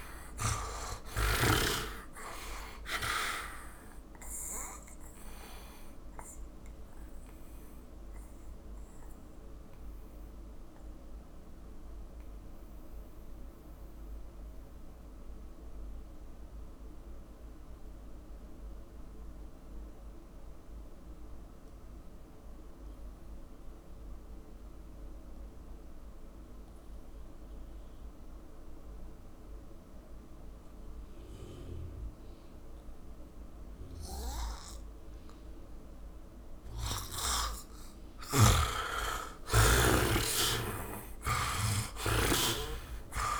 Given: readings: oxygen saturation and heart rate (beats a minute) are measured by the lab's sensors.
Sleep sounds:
breathing in sleep by a room microphone; 1
0.00-1.50 s: snoring (device-marked)
0.00-24.00 s: oxygen desaturation (device-marked, oxygen 80% lowest, heart rate 46 extreme)
6.00-37.50 s: mixed apnea (oxygen 100% before, 80% lowest, heart rate 59 before, 46 extreme, up 25 after)
32.00-43.40 s: oxygen desaturation (device-marked, oxygen 100% before, 80% lowest, heart rate 59 before, 45 extreme)
39.50-43.40 s: arousal
40.50-43.40 s: snoring (device-marked)
From the record:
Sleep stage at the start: N2 (light sleep); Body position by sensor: on the back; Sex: male

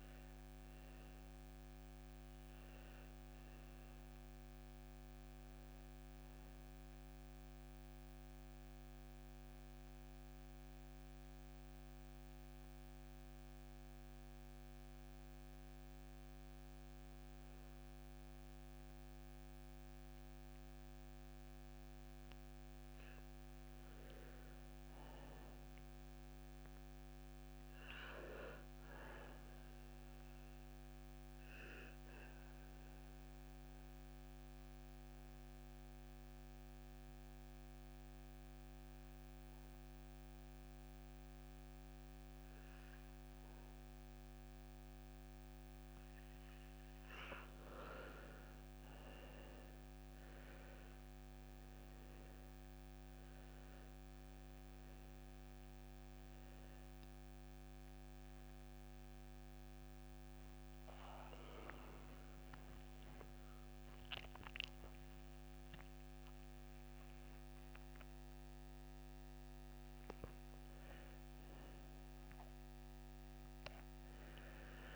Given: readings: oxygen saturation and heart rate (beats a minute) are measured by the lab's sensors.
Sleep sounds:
a person partly awake in a sleep study, hard to hear, by a microphone on the trachea; 2
0.00-1.00 s: arousal
0.00-15.50 s: oxygen desaturation (device-marked, oxygen 87% lowest)
9.00-22.50 s: mixed apnea (oxygen 98% before, 87% lowest)
25.50-29.00 s: arousal
26.50-41.50 s: oxygen desaturation (device-marked, oxygen 99% before, 92% lowest)
31.50-45.50 s: obstructive apnea (oxygen 99% before, 88% lowest)
45.50-74.96 s: new sleep stage, awake
49.50-70.50 s: oxygen desaturation (device-marked, oxygen 97% before, 88% lowest)
From the record:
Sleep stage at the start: N2 (light sleep); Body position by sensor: on the back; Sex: male

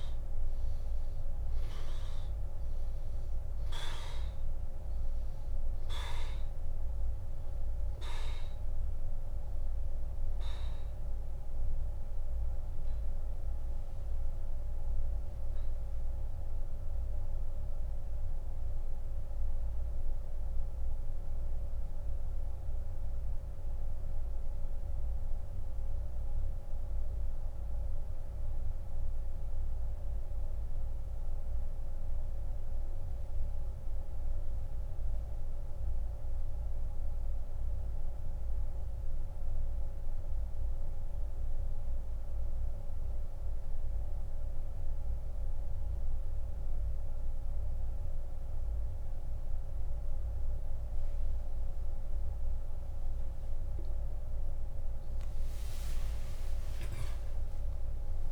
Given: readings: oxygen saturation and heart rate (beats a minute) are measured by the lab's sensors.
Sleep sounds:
breathing in sleep, hard to hear, by a room microphone; 1
1.00-48.00 s: oxygen desaturation (device-marked, oxygen 97% before, 84% lowest)
18.50-53.00 s: central apnea (oxygen 98% before, 84% lowest)
55.50-58.32 s: arousal
From the record:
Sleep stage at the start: N2 (light sleep); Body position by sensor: on the back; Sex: male

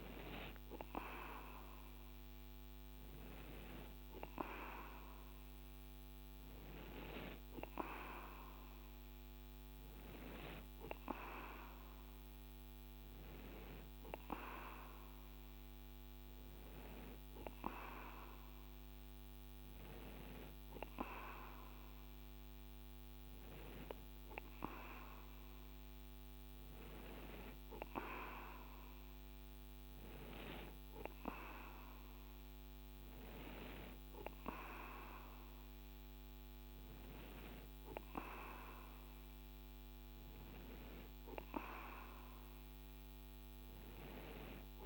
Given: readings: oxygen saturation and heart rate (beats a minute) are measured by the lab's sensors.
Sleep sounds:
breathing in sleep by a microphone on the trachea; none
none scored
From the record:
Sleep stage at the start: N2 (light sleep); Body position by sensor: on the right side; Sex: male

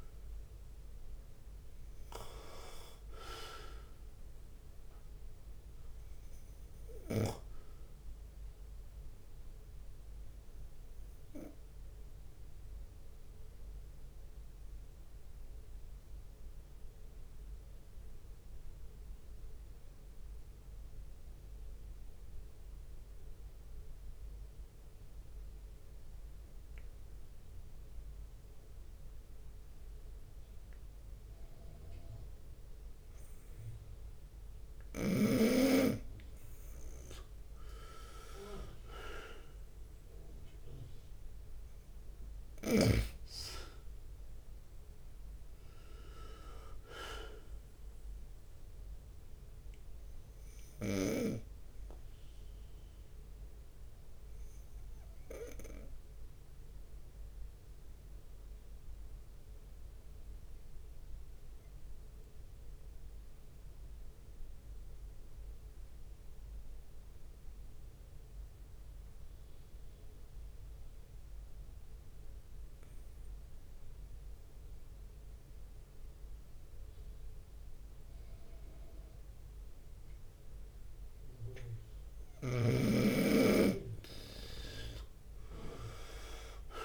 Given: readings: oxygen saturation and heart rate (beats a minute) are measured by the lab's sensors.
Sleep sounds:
breathing in sleep by a room microphone; 2
0.00-1.00 s: arousal
0.00-5.50 s: leg movement (device-marked)
0.00-86.85 s: bradycardia (device-marked)
7.00-9.00 s: long interval between heartbeats (device-marked)
10.50-34.00 s: obstructive apnea (oxygen 99% before, 93% lowest)
24.00-26.00 s: long interval between heartbeats (device-marked)
32.50-35.00 s: leg movement (device-marked)
36.00-40.00 s: arousal
36.50-64.50 s: oxygen desaturation (device-marked, oxygen 98% before, 93% lowest)
37.00-40.00 s: leg movement (device-marked)
43.00-45.00 s: long interval between heartbeats (device-marked)
52.50-81.00 s: obstructive apnea (oxygen 98% before, 91% lowest)
53.00-57.50 s: leg movement (device-marked)
54.50-56.50 s: drop in pulse transit time (device-marked)
61.50-63.50 s: long interval between heartbeats (device-marked)
64.50 s: drop in pulse transit time (device-marked)
78.50-86.85 s: drop in pulse transit time (device-marked)
79.50-86.85 s: oxygen desaturation (device-marked, oxygen 98% before, 91% lowest)
80.00-82.00 s: long interval between heartbeats (device-marked)
81.00-83.00 s: leg movement (device-marked)
83.50-85.50 s: long interval between heartbeats (device-marked)
83.50-86.85 s: arousal
85.50-86.85 s: leg movement (device-marked)
From the record:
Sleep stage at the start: N2 (light sleep); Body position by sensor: on the right side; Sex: male

